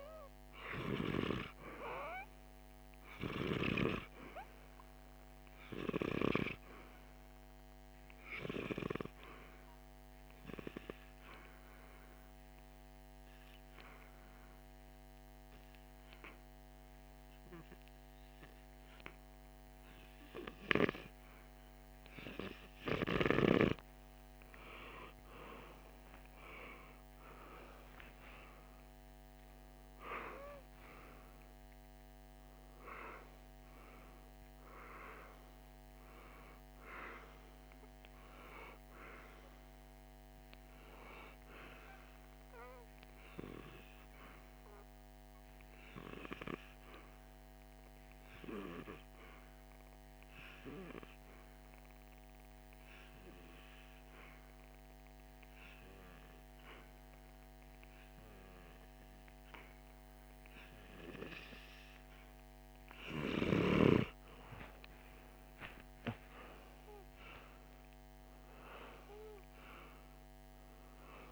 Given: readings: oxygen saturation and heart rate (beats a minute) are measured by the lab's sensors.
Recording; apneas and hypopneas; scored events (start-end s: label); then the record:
breathing in sleep by a microphone on the trachea; 2
13.00-24.00 s: obstructive apnea (oxygen 98% before, 95% lowest, heart rate 50 before, 47 extreme, up 4 after)
26.00-30.00 s: arousal
48.00-63.00 s: hypopnea (oxygen 97% before, 93% lowest, heart rate 51 before, 48 extreme, up 4 after)
65.00-68.50 s: arousal
From the record:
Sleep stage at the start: N2 (light sleep); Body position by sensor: on the back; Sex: male